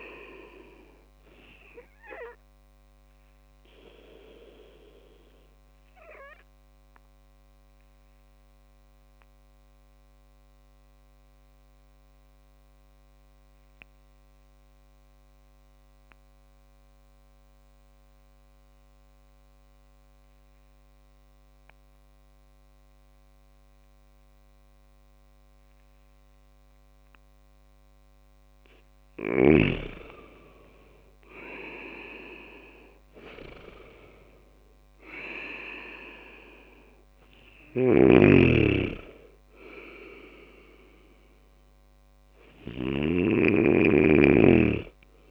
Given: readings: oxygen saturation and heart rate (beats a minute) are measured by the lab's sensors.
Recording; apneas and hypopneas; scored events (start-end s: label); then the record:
breathing in sleep by a microphone on the trachea; 1
6.00-27.00 s: obstructive apnea (oxygen 99% before, 96% lowest)
30.00-34.00 s: arousal
34.50-45.31 s: oxygen desaturation (device-marked, oxygen 99% before, 96% lowest)
37.50-43.00 s: snoring (device-marked)
From the record:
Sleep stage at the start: N2 (light sleep); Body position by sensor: on the back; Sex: male